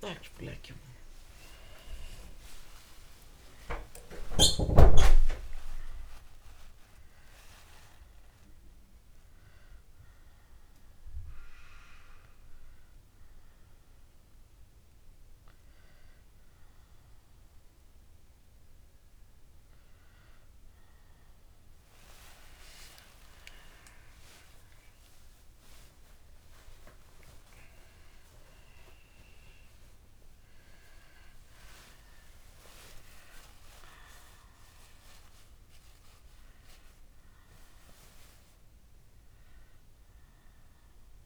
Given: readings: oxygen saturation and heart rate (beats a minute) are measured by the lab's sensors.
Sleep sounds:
a person awake in a sleep study, by a room microphone; none
none scored
From the record:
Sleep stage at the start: awake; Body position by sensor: on the back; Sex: female

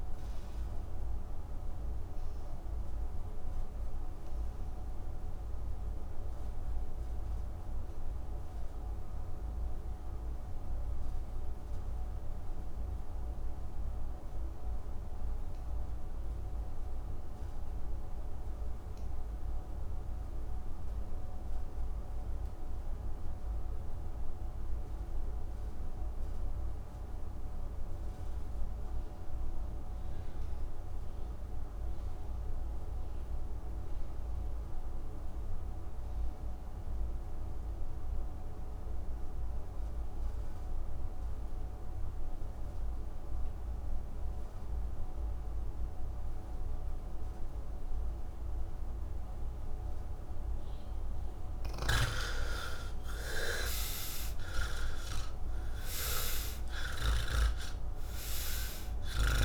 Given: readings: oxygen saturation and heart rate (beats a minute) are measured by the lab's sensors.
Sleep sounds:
breathing in sleep by a room microphone; 1
0.00-15.00 s: oxygen desaturation (device-marked, oxygen 69% lowest, heart rate 55 extreme)
0.50-49.50 s: obstructive apnea (oxygen 98% before, 65% lowest, heart rate 149 before, 55 extreme, up 51 after)
28.00-59.44 s: oxygen desaturation (device-marked, oxygen 97% before, 65% lowest, heart rate 104 before, 77 extreme)
52.00-59.44 s: new sleep stage, N2 (light sleep)
From the record:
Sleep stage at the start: N1 (lightest sleep); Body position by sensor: on the back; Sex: male

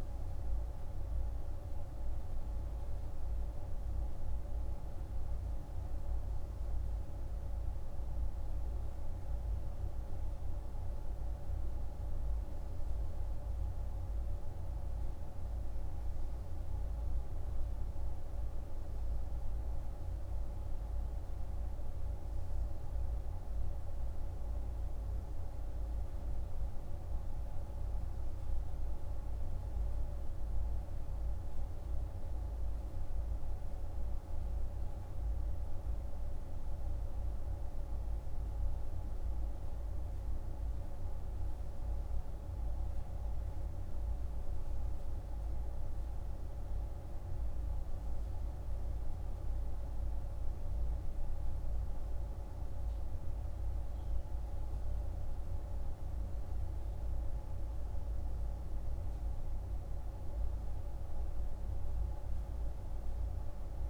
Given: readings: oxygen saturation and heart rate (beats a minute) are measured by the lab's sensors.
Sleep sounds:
breathing in sleep, hard to hear, by a room microphone; none
none scored
From the record:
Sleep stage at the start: N2 (light sleep); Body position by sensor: on the right side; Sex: male

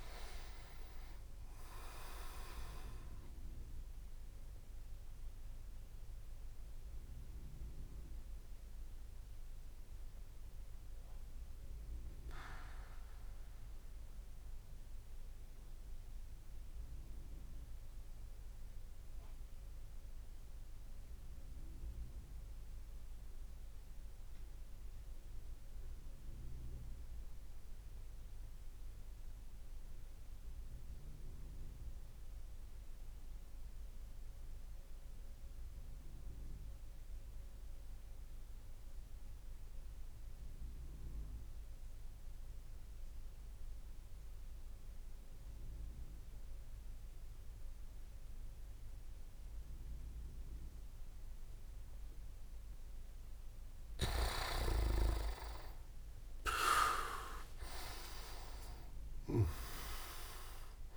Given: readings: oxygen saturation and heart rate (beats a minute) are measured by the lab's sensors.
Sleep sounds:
breathing in sleep by a room microphone; 1
0.00-1.50 s: leg movement (device-marked)
0.00-9.50 s: oxygen desaturation (device-marked, oxygen 81% lowest)
4.50-50.50 s: obstructive apnea (oxygen 98% before, 80% lowest)
17.50-29.50 s: oxygen desaturation (device-marked, oxygen 84% before, 80% lowest)
54.00-58.50 s: arousal
55.50-59.50 s: leg movement (device-marked)
57.50-60.96 s: oxygen desaturation (device-marked, oxygen 95% before, 86% lowest)
From the record:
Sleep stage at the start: N2 (light sleep); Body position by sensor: on the back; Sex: male

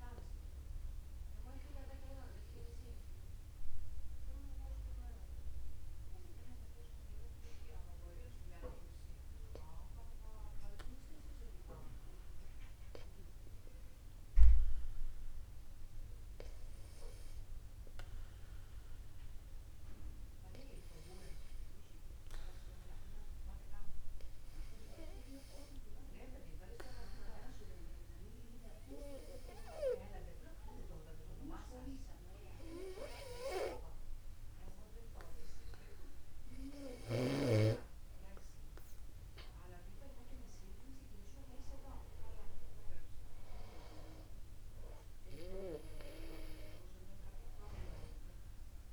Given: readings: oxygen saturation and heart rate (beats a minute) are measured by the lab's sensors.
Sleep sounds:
breathing in sleep by a room microphone; 1
18.00-20.00 s: long interval between heartbeats (device-marked, heart rate 52 before, 59 extreme)
18.00-37.50 s: obstructive apnea (oxygen 97% before, 94% lowest, heart rate 52 before, 51 extreme, up 12 after)
39.50-43.00 s: arousal
42.50-44.50 s: long interval between heartbeats (device-marked, heart rate 52 before, 59 extreme)
46.00-48.00 s: long interval between heartbeats (device-marked, heart rate 53 before, 68 extreme)
From the record:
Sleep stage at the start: N2 (light sleep); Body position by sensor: upright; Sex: male

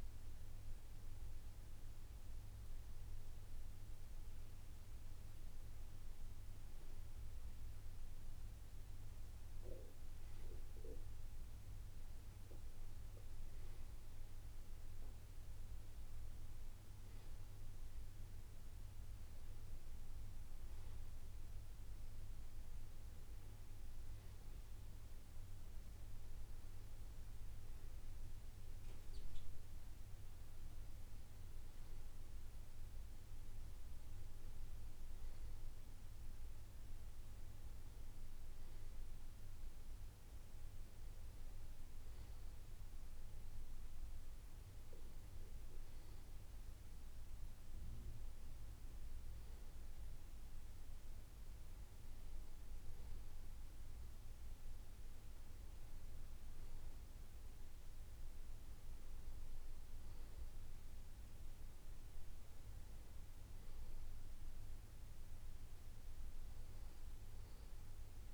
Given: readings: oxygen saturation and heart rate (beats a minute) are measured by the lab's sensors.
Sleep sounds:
breathing in sleep, hard to hear, by a room microphone; none
none scored
From the record:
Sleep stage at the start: N2 (light sleep); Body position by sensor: on the back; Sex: male

